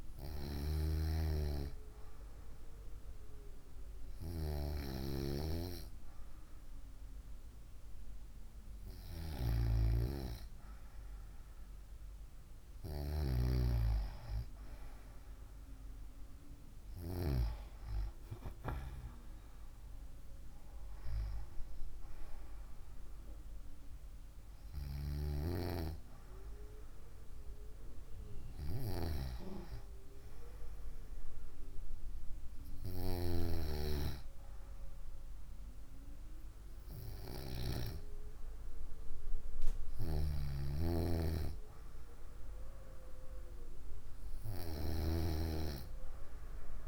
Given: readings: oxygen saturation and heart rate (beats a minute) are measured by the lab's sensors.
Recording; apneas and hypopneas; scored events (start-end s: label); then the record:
breathing in sleep by a room microphone; none
none scored
From the record:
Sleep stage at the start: N2 (light sleep); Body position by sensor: on the right side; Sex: female